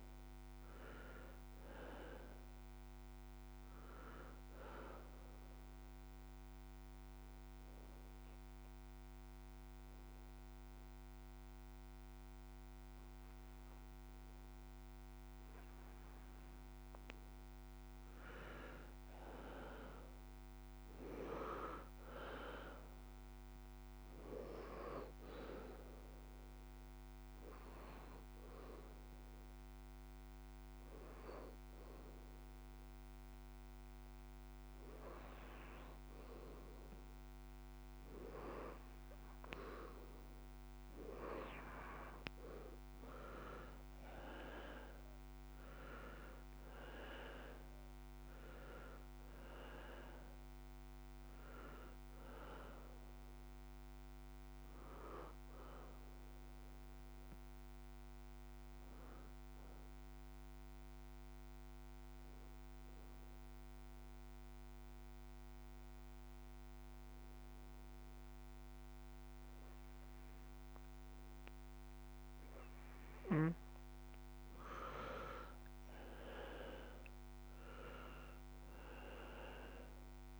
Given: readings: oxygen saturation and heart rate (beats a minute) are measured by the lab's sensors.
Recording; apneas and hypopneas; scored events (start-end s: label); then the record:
breathing in sleep by a microphone on the trachea; 3
0.00-1.50 s: arousal
3.00-15.00 s: oxygen desaturation (device-marked, oxygen 95% before, 86% lowest, heart rate 137 before, 109 extreme)
5.50-17.00 s: obstructive apnea (oxygen 95% before, 86% lowest, heart rate 137 before, 109 extreme)
18.00-22.50 s: arousal
22.00-33.00 s: oxygen desaturation (device-marked, oxygen 97% before, 87% lowest)
27.50-38.50 s: hypopnea (oxygen 97% before, 85% lowest)
41.00-66.00 s: oxygen desaturation (device-marked, oxygen 96% before, 88% lowest)
43.00-48.50 s: arousal
61.00-73.00 s: obstructive apnea (oxygen 96% before, 85% lowest, heart rate 122 before, 26 extreme, up 20 after)
74.00-80.40 s: oxygen desaturation (device-marked, oxygen 98% before, 85% lowest, heart rate 80 before, 26 extreme)
75.50-80.40 s: arousal
From the record:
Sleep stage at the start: N2 (light sleep); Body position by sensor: on the back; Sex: male